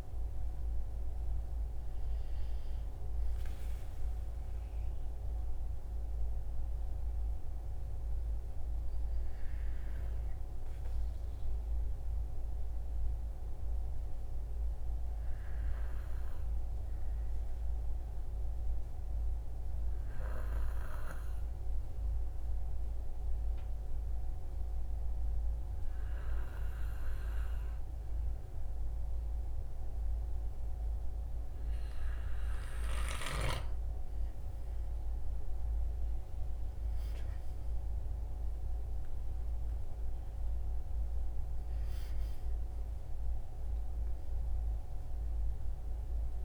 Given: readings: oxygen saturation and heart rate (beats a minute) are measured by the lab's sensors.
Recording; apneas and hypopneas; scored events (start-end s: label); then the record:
breathing in sleep, hard to hear, by a room microphone; 1
16.50-32.00 s: obstructive apnea (oxygen 98% before, 93% lowest, heart rate 62 before, 59 extreme, up 12 after)
35.00-39.50 s: arousal
From the record:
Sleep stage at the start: N2 (light sleep); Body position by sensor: on the right side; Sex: male